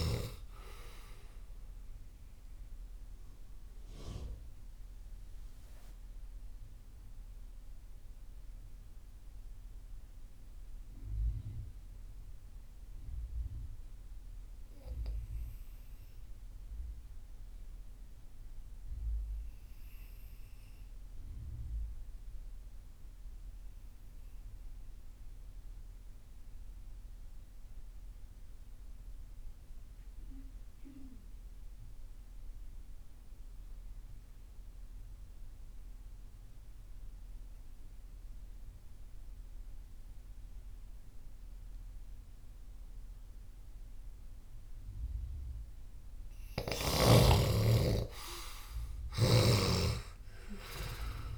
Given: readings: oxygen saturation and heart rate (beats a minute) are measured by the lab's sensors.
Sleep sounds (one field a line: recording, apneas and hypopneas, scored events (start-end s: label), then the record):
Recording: breathing in sleep by a room microphone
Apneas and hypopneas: 1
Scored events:
0.00-16.00 s: oxygen desaturation (device-marked, oxygen 68% lowest)
2.50-46.00 s: mixed apnea (oxygen 90% before, 68% lowest)
28.00-51.38 s: oxygen desaturation (device-marked, oxygen 99% before, 71% lowest)
47.50-50.50 s: arousal
48.50-51.38 s: snoring (device-marked)
From the record:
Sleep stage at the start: REM sleep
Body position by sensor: on the left side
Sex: male